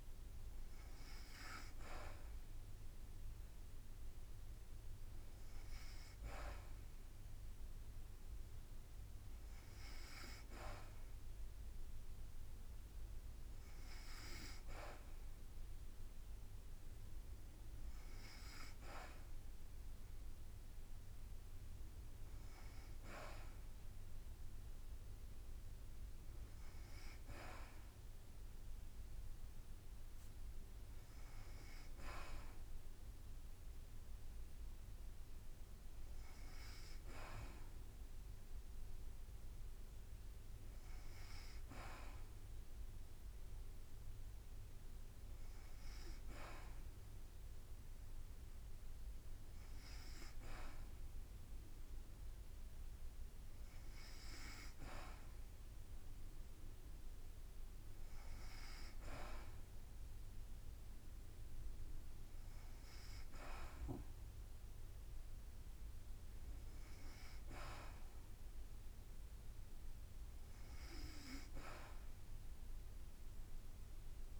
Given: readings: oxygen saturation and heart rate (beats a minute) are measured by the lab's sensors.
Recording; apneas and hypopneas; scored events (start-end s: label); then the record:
breathing in sleep by a room microphone; none
none scored
From the record:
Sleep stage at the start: N2 (light sleep); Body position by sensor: on the back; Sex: female